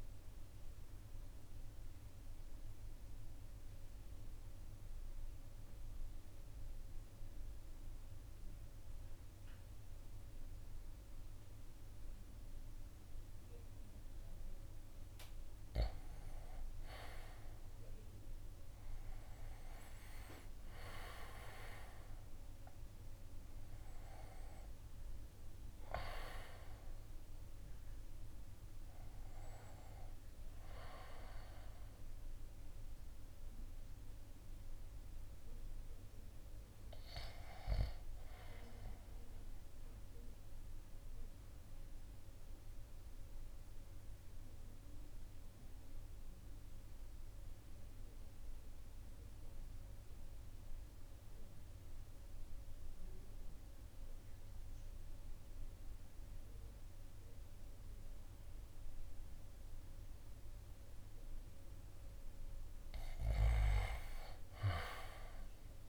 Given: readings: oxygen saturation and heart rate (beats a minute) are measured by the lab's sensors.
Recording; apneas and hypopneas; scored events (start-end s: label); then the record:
breathing in sleep by a room microphone; 2
0.50-15.00 s: obstructive apnea (oxygen 98% before, 88% lowest, heart rate 56 before, 53 extreme, up 10 after)
16.00-38.00 s: oxygen desaturation (device-marked, oxygen 95% before, 90% lowest, heart rate 55 before, 54 extreme)
17.00-20.00 s: arousal
20.00-33.00 s: drop in pulse transit time (device-marked, heart rate 55 before, 59 extreme)
40.00-61.50 s: obstructive apnea (oxygen 95% before, 84% lowest, heart rate 63 before, 54 extreme, up 6 after)
45.00-52.00 s: oxygen desaturation (device-marked, oxygen 91% before, 88% lowest, heart rate 61 before, 54 extreme)
From the record:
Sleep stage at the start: REM sleep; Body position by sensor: on the right side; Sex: male